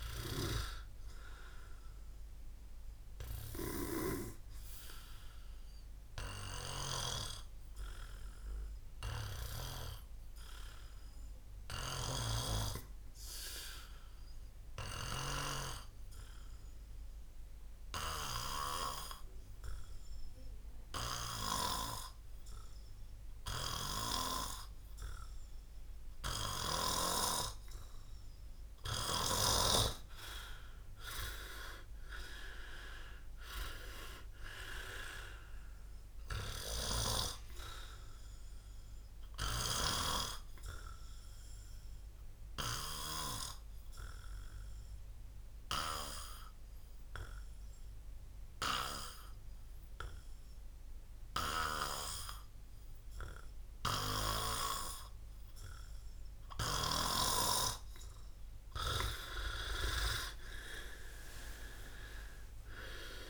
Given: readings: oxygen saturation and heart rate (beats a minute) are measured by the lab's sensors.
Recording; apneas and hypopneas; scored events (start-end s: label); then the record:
breathing in sleep by a room microphone; 2
0.00-6.50 s: oxygen desaturation (device-marked, oxygen 93% lowest, heart rate 64 extreme)
3.00-29.00 s: obstructive apnea (oxygen 99% before, 93% lowest, heart rate 69 before, 60 extreme, up 11 after)
31.00-35.00 s: arousal
32.50-57.50 s: oxygen desaturation (device-marked, oxygen 99% before, 93% lowest, heart rate 66 before, 60 extreme)
37.50-58.00 s: obstructive apnea (oxygen 100% before, 93% lowest, heart rate 67 before, 60 extreme, up 19 after)
59.50-63.00 s: arousal
From the record:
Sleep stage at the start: N2 (light sleep); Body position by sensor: on the back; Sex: male